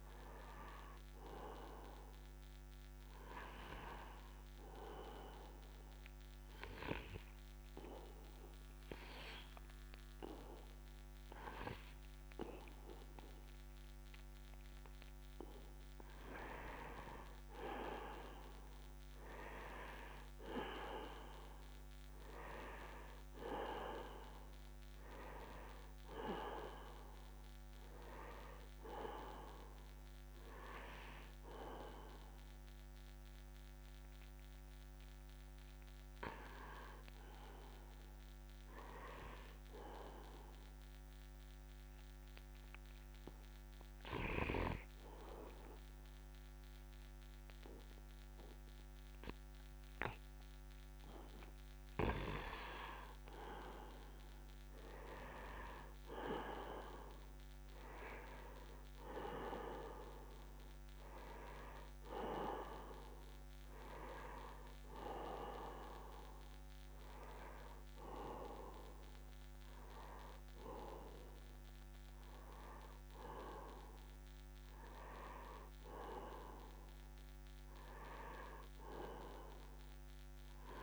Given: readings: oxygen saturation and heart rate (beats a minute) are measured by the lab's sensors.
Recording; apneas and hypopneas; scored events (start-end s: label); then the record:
breathing in sleep by a microphone on the trachea; 2
5.50-17.50 s: hypopnea (oxygen 96% before, 89% lowest, heart rate 72 before, 68 extreme, up 0 after)
19.00-22.50 s: arousal
24.50-41.50 s: oxygen desaturation (device-marked, oxygen 95% before, 91% lowest, heart rate 70 before, 65 extreme)
35.50-51.00 s: hypopnea (oxygen 96% before, 89% lowest, heart rate 69 before, 65 extreme, up 0 after)
52.00-56.00 s: arousal
53.50-80.50 s: oxygen desaturation (device-marked, oxygen 97% before, 89% lowest, heart rate 69 before, 65 extreme)
From the record:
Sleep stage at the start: N2 (light sleep); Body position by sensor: upright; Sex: male